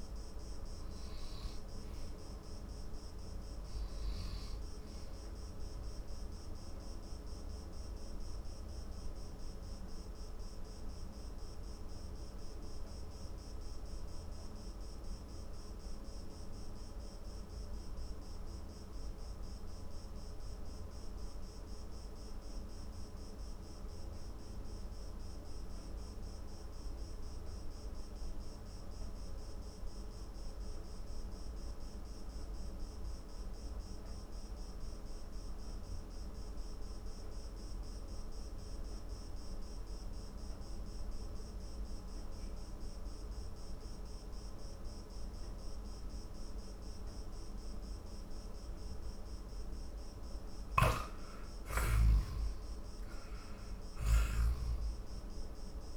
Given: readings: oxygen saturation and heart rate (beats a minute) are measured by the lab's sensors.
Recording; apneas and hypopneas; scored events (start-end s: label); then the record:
breathing in sleep, hard to hear, by a room microphone; 1
0.00-16.50 s: oxygen desaturation (device-marked, oxygen 92% lowest, heart rate 53 extreme)
6.50-50.50 s: mixed apnea (oxygen 97% before, 89% lowest, heart rate 64 before, 49 extreme, up 13 after)
52.50-55.97 s: arousal
54.50-55.97 s: oxygen desaturation (device-marked, oxygen 96% before, 89% lowest, heart rate 56 before, 42 extreme)
From the record:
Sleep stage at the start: N2 (light sleep); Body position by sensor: on the back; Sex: male